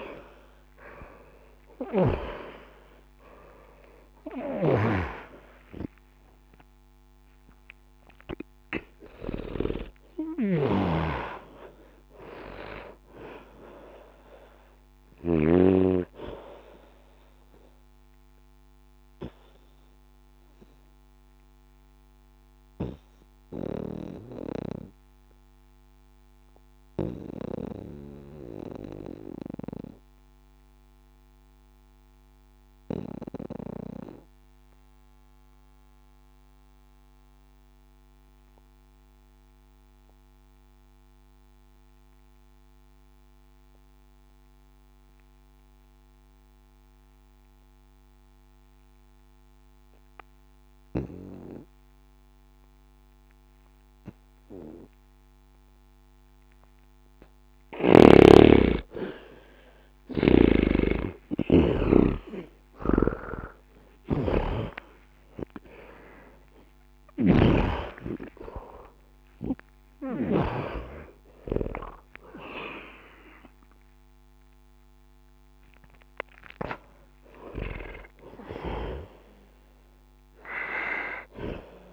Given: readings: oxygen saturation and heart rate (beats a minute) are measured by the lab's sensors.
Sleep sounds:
breathing in sleep by a microphone on the trachea; 1
0.00-37.50 s: oxygen desaturation (device-marked, oxygen 79% lowest, heart rate 61 extreme)
18.00-57.50 s: obstructive apnea (oxygen 98% before, 77% lowest, heart rate 77 before, 61 extreme)
54.50-81.93 s: oxygen desaturation (device-marked, oxygen 99% before, 77% lowest, heart rate 62 before, 61 extreme)
61.00-66.00 s: arousal
From the record:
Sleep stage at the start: N2 (light sleep); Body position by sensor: on the back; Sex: male

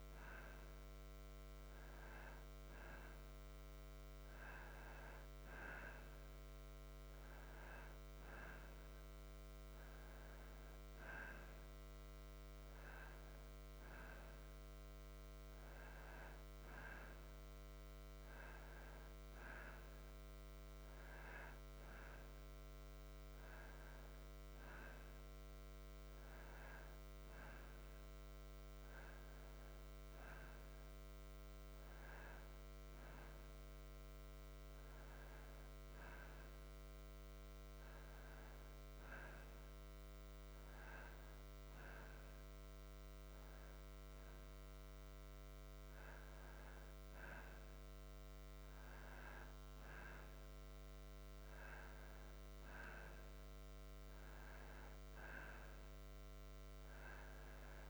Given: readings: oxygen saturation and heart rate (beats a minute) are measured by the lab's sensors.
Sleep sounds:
breathing in sleep, hard to hear, by a microphone on the trachea; none
none scored
From the record:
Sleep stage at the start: N2 (light sleep); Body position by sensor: on the back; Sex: male

